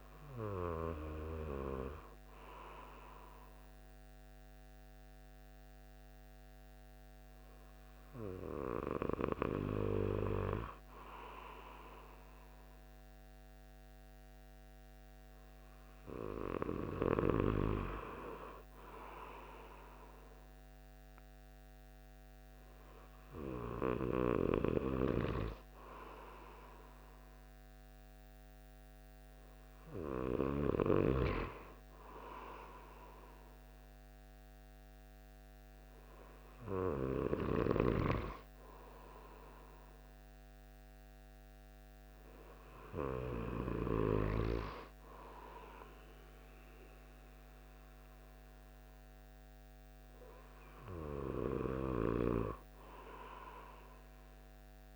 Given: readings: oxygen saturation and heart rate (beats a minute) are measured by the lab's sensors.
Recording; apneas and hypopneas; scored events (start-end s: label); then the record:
breathing in sleep by a microphone on the trachea; none
37.00-43.50 s: snoring (device-marked)
From the record:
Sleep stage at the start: N2 (light sleep); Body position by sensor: on the right side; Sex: male